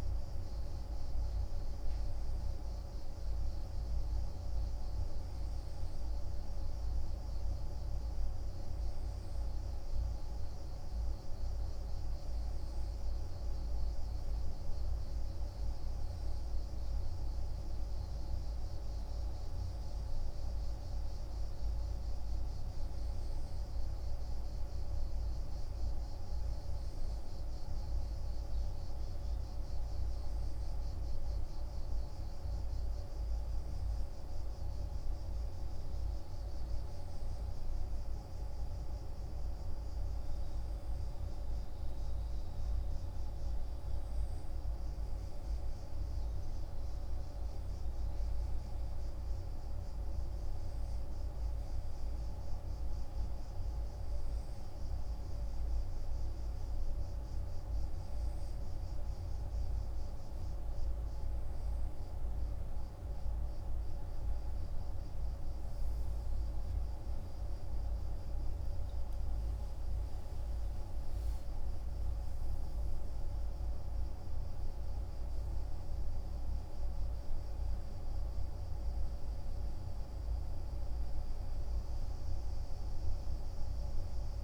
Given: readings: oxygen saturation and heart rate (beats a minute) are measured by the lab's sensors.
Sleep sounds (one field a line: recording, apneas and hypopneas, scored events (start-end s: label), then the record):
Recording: breathing in sleep, hard to hear, by a room microphone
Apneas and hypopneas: none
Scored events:
69.00-72.50 s: arousal
72.00-82.00 s: oxygen desaturation (device-marked, oxygen 96% before, 92% lowest, heart rate 55 before, 46 extreme)
From the record:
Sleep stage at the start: N2 (light sleep)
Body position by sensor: on the right side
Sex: male